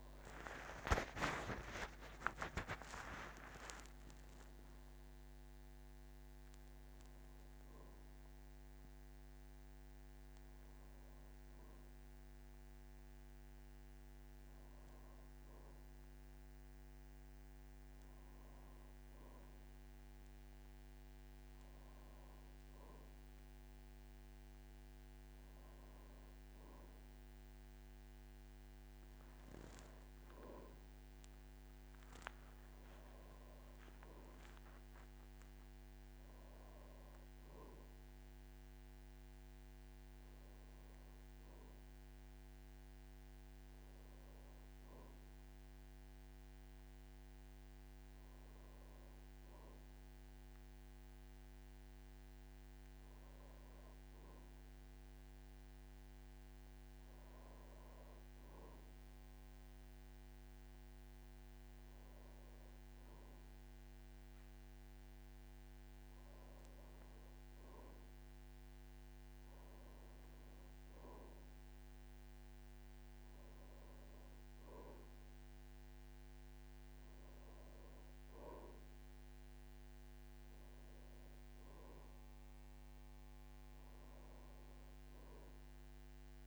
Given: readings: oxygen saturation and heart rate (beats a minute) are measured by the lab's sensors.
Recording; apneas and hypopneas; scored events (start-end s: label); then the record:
a person awake in a sleep study, by a microphone on the trachea; none
0.50-2.50 s: long interval between heartbeats (device-marked, heart rate 57 before, 61 extreme)
29.50-31.50 s: long interval between heartbeats (device-marked, heart rate 54 before, 73 extreme)
33.50-35.50 s: long interval between heartbeats (device-marked, heart rate 58 before, 87 extreme)
51.00-86.47 s: new sleep stage, N1 (lightest sleep)
From the record:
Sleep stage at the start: awake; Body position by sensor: on the back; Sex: male